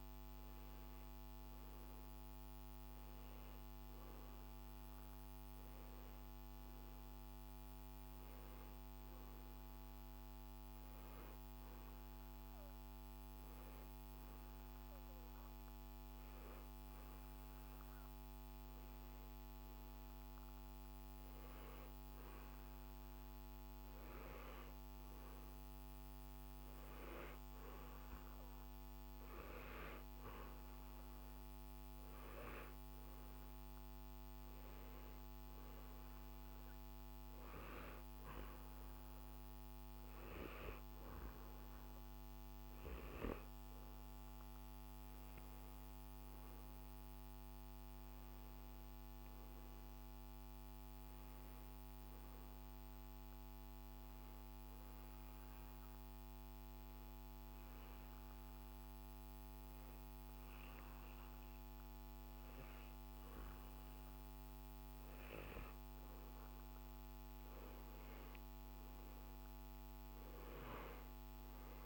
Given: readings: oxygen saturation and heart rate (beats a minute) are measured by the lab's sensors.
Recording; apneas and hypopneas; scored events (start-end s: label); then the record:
breathing in sleep, hard to hear, by a microphone on the trachea; 2
0.00-2.00 s: arousal
8.50-19.50 s: hypopnea (oxygen 95% before, 90% lowest, heart rate 62 before, 53 extreme, up 4 after)
23.00-27.00 s: arousal
55.00-67.50 s: obstructive apnea (oxygen 95% before, 90% lowest, heart rate 60 before, 53 extreme, up 12 after)
70.50-71.86 s: arousal
From the record:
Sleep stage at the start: N2 (light sleep); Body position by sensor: on the back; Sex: male